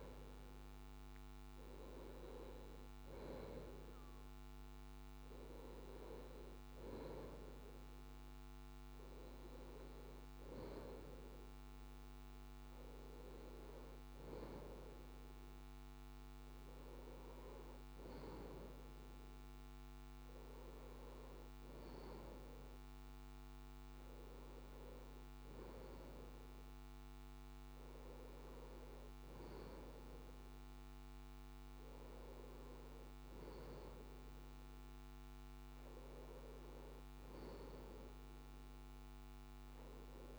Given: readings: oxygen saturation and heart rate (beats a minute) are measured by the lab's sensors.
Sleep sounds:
breathing in sleep by a microphone on the trachea; none
none scored
From the record:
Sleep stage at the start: N2 (light sleep); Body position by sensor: on the left side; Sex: male

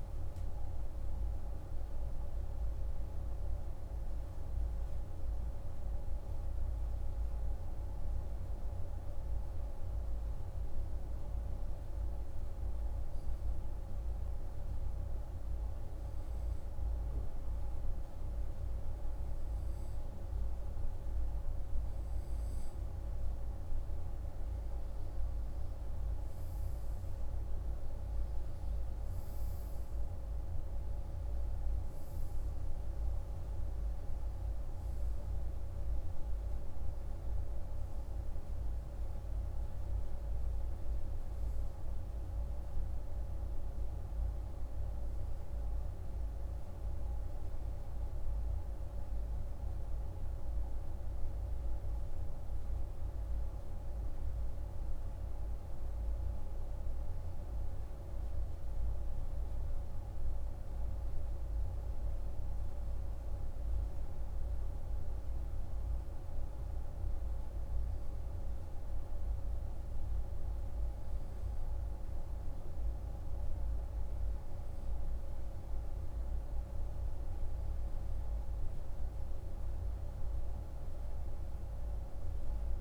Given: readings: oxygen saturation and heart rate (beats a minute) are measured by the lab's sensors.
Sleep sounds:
breathing in sleep, hard to hear, by a room microphone; 1
1.50-21.50 s: hypopnea (oxygen 96% before, 95% lowest, heart rate 65 before, 49 extreme, up 13 after)
19.00-44.00 s: oxygen desaturation (device-marked, oxygen 98% before, 95% lowest, heart rate 52 before, 49 extreme)
25.50-29.50 s: arousal
76.00-82.81 s: new sleep stage, N3 (deep sleep)
From the record:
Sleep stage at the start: N2 (light sleep); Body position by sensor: on the right side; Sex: male

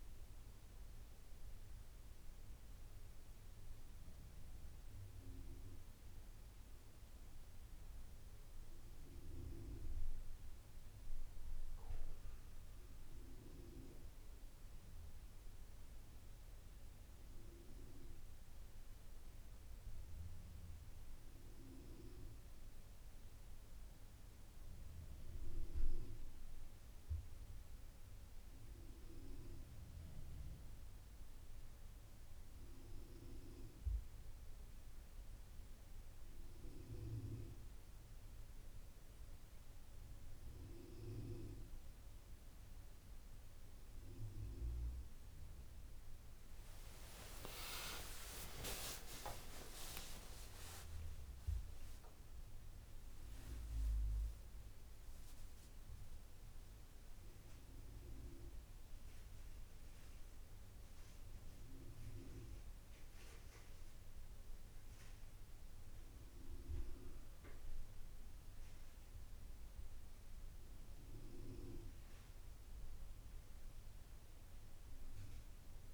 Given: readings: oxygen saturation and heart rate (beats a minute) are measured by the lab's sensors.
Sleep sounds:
breathing in sleep by a room microphone; none
5.50-10.00 s: arousal
47.00-54.00 s: arousal
From the record:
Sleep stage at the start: N2 (light sleep); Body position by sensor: on the back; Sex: male

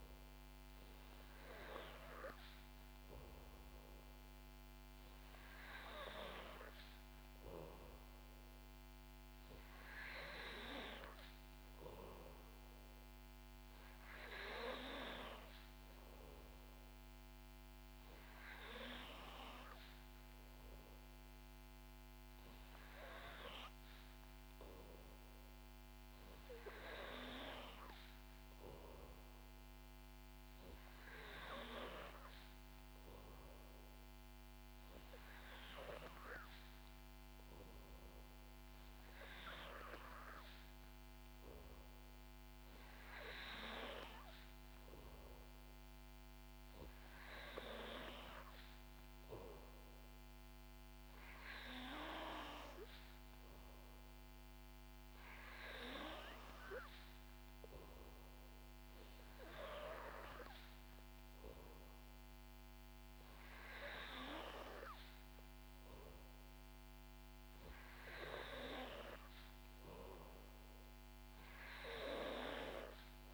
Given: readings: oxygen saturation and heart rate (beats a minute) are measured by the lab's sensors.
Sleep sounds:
breathing in sleep by a microphone on the trachea; none
none scored
From the record:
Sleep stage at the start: N3 (deep sleep); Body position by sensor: on the back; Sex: female

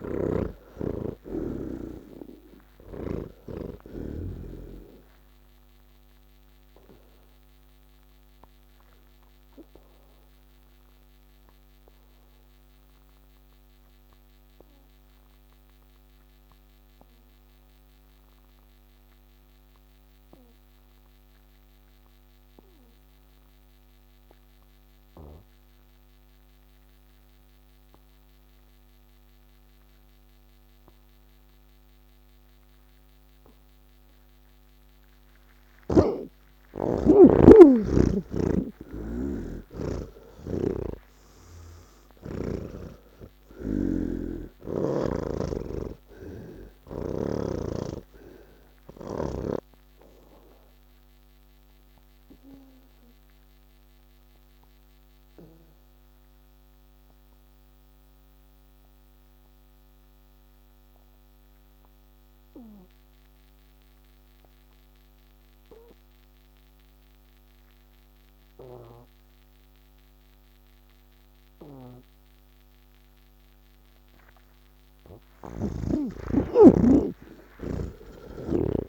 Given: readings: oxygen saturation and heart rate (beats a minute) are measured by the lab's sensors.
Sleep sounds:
breathing in sleep by a microphone on the trachea; 2
0.00-3.50 s: snoring (device-marked)
2.00-17.00 s: oxygen desaturation (device-marked, oxygen 91% before, 77% lowest, heart rate 183 before, 167 extreme)
6.50-34.00 s: obstructive apnea (oxygen 98% before, 76% lowest, heart rate 185 before, 163 extreme)
24.00-65.00 s: oxygen desaturation (device-marked, oxygen 98% before, 76% lowest, heart rate 183 before, 85 extreme)
38.50-43.00 s: snoring (device-marked)
52.00-74.00 s: obstructive apnea (oxygen 98% before, 76% lowest, heart rate 185 before, 77 extreme)
70.00-78.89 s: oxygen desaturation (device-marked, oxygen 98% before, 88% lowest, heart rate 159 before, 76 extreme)
From the record:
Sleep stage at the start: N2 (light sleep); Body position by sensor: on the back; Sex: male

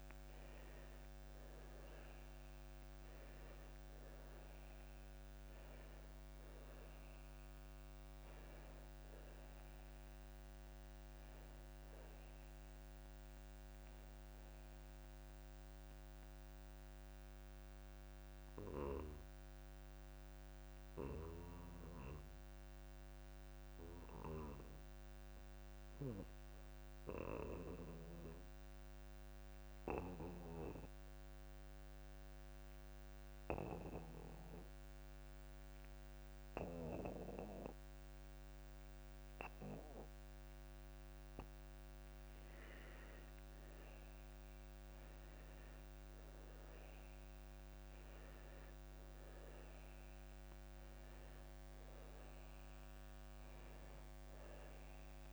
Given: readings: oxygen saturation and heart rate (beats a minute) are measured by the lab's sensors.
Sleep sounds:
breathing in sleep by a microphone on the trachea; 1
0.00-2.00 s: arousal
0.00-27.50 s: oxygen desaturation (device-marked, oxygen 87% lowest)
16.50-40.50 s: obstructive apnea (oxygen 98% before, 86% lowest)
43.00-46.00 s: arousal
44.50-55.33 s: oxygen desaturation (device-marked, oxygen 99% before, 87% lowest)
From the record:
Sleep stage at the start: N2 (light sleep); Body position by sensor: on the back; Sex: male

